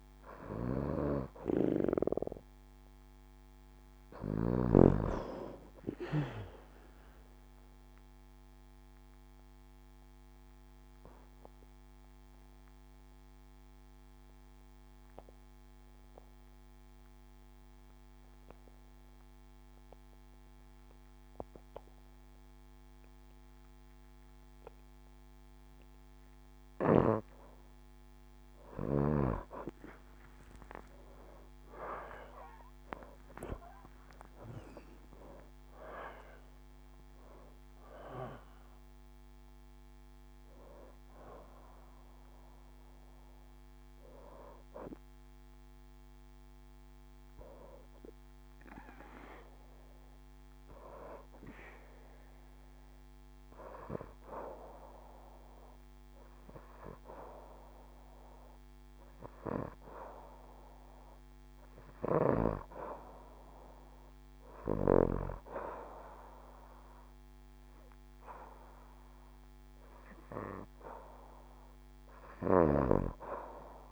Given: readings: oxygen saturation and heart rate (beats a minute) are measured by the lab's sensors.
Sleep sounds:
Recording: breathing in sleep by a microphone on the trachea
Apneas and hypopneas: 2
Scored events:
0.00-4.00 s: snoring (device-marked)
0.50-4.00 s: arousal
4.00-6.50 s: leg movement (device-marked)
7.50-27.50 s: mixed apnea (oxygen 92% before, 85% lowest, heart rate 70 before, 63 extreme, up 15 after)
30.00-36.50 s: leg movement (device-marked)
31.00-36.50 s: arousal
50.50-61.50 s: oxygen desaturation (device-marked, oxygen 93% before, 85% lowest, heart rate 77 before, 67 extreme)
50.50-63.00 s: hypopnea (oxygen 93% before, 82% lowest, heart rate 77 before, 67 extreme, up 7 after)
65.00-67.00 s: long interval between heartbeats (device-marked, heart rate 68 before, 73 extreme)
68.00-73.00 s: arousal
From the record:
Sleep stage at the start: N2 (light sleep)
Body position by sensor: on the back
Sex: female

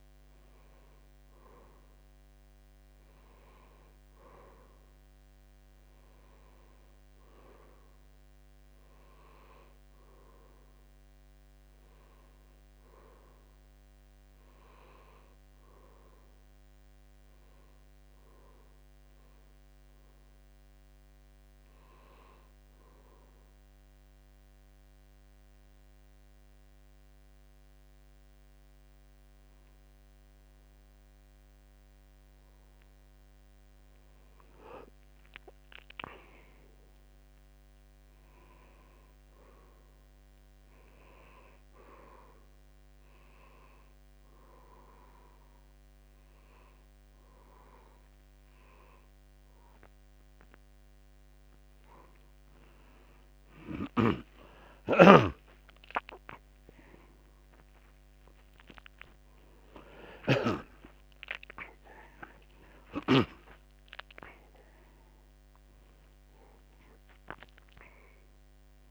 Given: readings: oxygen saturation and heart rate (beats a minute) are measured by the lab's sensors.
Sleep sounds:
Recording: breathing in sleep by a microphone on the trachea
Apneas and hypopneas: 1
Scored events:
17.00-21.00 s: arousal
24.00-34.00 s: obstructive apnea (oxygen 94% before, 91% lowest, heart rate 74 before, 73 extreme, up 3 after)
55.00-57.00 s: long interval between heartbeats (device-marked, heart rate 76 before, 82 extreme)
62.00-68.91 s: new sleep stage, awake
From the record:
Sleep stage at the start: N2 (light sleep)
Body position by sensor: on the back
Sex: male

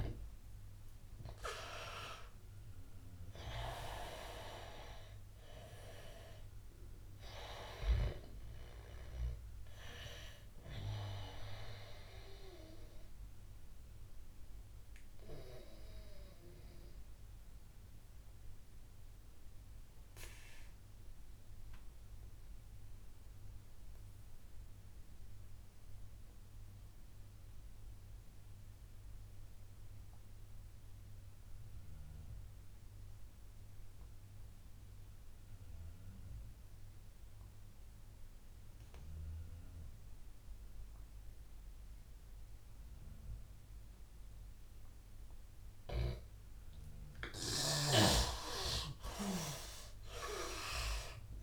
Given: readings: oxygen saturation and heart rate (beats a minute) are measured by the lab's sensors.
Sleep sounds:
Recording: breathing in sleep by a room microphone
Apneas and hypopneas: 1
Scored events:
0.00-1.50 s: arousal
0.00-23.50 s: oxygen desaturation (device-marked, oxygen 81% lowest, heart rate 78 extreme)
12.50-47.00 s: obstructive apnea (oxygen 97% before, 81% lowest, heart rate 88 before, 78 extreme, up 6 after)
37.50-51.43 s: oxygen desaturation (device-marked, oxygen 100% before, 81% lowest, heart rate 81 before, 83 extreme)
47.50-51.43 s: snoring (device-marked)
49.50-51.43 s: arousal
From the record:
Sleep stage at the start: N2 (light sleep)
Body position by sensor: on the back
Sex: male

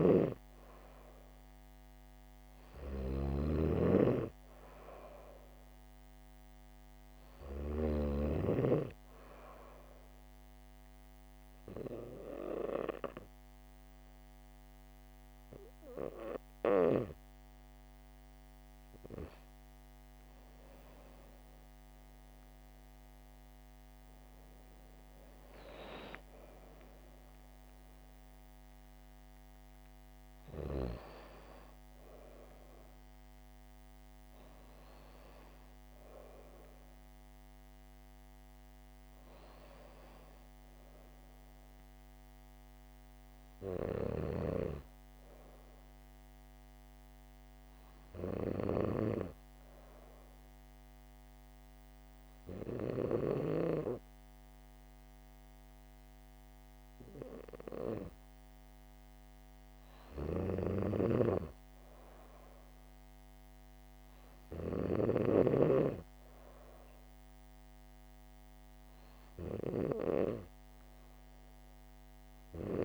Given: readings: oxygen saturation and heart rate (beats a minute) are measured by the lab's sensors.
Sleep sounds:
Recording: breathing in sleep by a microphone on the trachea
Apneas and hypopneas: 2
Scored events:
0.00-8.50 s: snoring (device-marked)
5.00-8.50 s: arousal
11.50-21.50 s: hypopnea (oxygen 98% before, 97% lowest, heart rate 78 before, 78 extreme, up 8 after)
25.00-27.50 s: arousal
47.00-59.50 s: hypopnea (oxygen 98% before, 96% lowest, heart rate 82 before, 75 extreme, up 2 after)
61.00-66.00 s: snoring (device-marked)
65.00-67.50 s: arousal
From the record:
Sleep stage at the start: N2 (light sleep)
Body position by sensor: on the back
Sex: female

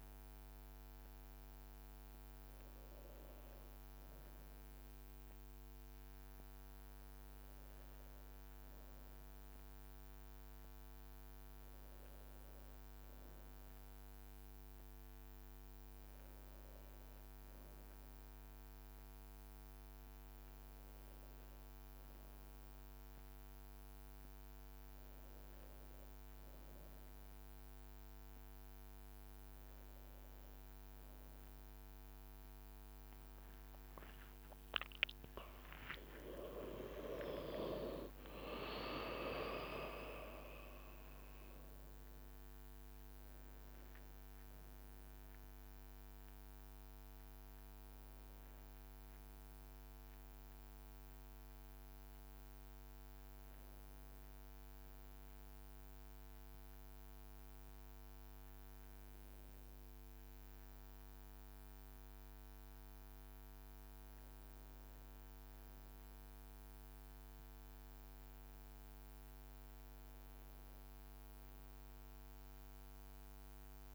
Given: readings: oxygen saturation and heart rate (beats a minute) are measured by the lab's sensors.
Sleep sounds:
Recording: breathing in sleep by a microphone on the trachea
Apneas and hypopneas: none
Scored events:
31.50-61.50 s: new sleep stage, N1 (lightest sleep)
33.00-40.50 s: leg movement (device-marked)
34.00-38.50 s: arousal
61.50-73.95 s: new sleep stage, N2 (light sleep)
From the record:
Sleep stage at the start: REM sleep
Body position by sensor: on the back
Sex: male

